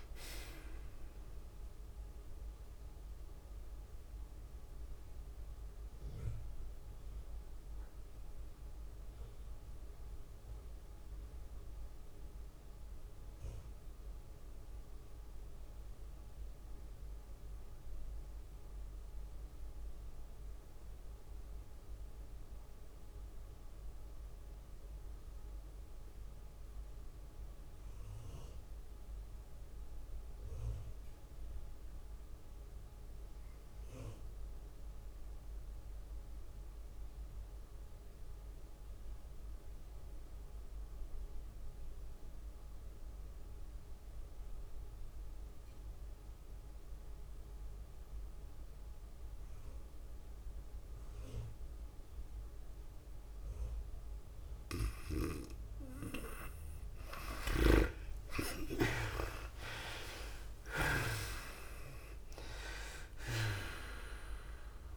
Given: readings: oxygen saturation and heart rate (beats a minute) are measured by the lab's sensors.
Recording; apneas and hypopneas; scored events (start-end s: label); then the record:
breathing in sleep by a room microphone; 1
0.00-10.50 s: drop in pulse transit time (device-marked, heart rate 84 extreme)
0.00-12.50 s: oxygen desaturation (device-marked, oxygen 62% lowest, heart rate 60 extreme)
0.00-17.50 s: tachycardia (device-marked, heart rate 114 extreme)
2.50-55.50 s: obstructive apnea (oxygen 80% before, 55% lowest, heart rate 77 before, 62 extreme, up 36 after)
18.50-64.96 s: oxygen desaturation (device-marked, oxygen 98% before, 55% lowest, heart rate 108 before, 62 extreme)
31.00-33.00 s: long interval between heartbeats (device-marked, heart rate 101 before, 86 extreme)
57.50-60.50 s: arousal
60.50-64.96 s: tachycardia (device-marked, heart rate 97 before, 118 extreme)
61.50-64.96 s: drop in pulse transit time (device-marked, heart rate 69 before, 90 extreme)
From the record:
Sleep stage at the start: REM sleep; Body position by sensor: on the back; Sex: female